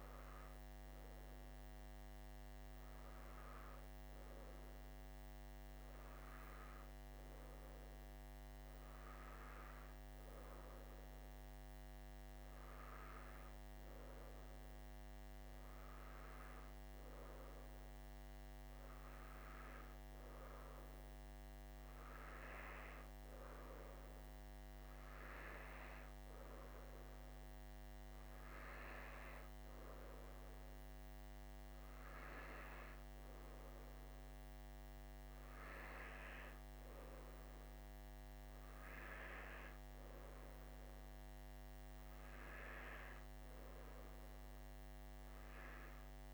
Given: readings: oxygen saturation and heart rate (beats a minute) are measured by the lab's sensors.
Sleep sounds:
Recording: breathing in sleep by a microphone on the trachea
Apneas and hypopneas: none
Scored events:
none scored
From the record:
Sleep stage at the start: N2 (light sleep)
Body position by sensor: on the right side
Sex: male

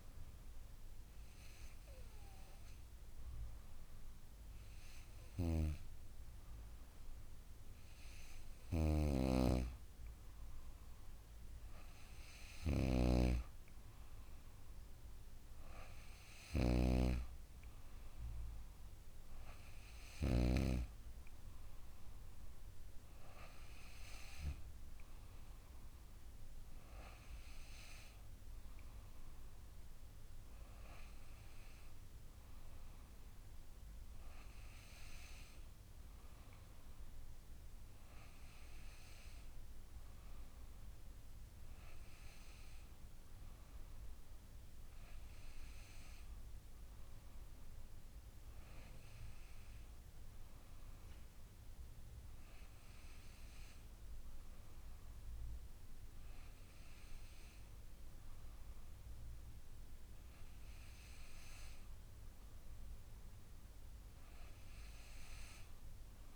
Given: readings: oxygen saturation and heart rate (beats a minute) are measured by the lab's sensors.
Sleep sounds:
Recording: breathing in sleep by a room microphone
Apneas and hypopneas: none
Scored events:
12.50-16.50 s: snoring (device-marked)
From the record:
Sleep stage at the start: N2 (light sleep)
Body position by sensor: on the back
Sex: female

